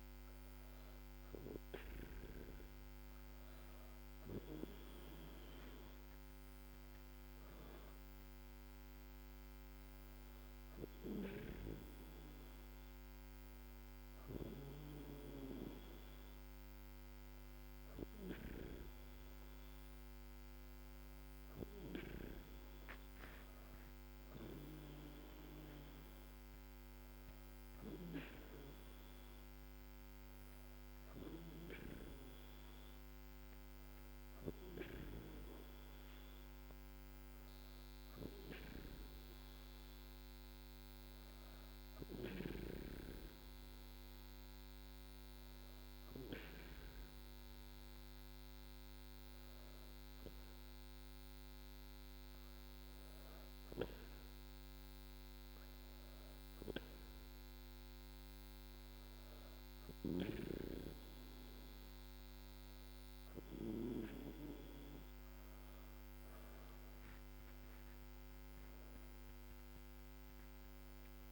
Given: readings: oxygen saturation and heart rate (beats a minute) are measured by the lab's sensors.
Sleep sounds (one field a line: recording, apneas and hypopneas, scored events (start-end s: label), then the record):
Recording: breathing in sleep by a microphone on the trachea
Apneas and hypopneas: 1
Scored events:
43.00-58.50 s: hypopnea (oxygen 97% before, 94% lowest, heart rate 79 before, 78 extreme, up 1 after)
62.50-67.50 s: arousal
From the record:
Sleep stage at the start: N2 (light sleep)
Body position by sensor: on the back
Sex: female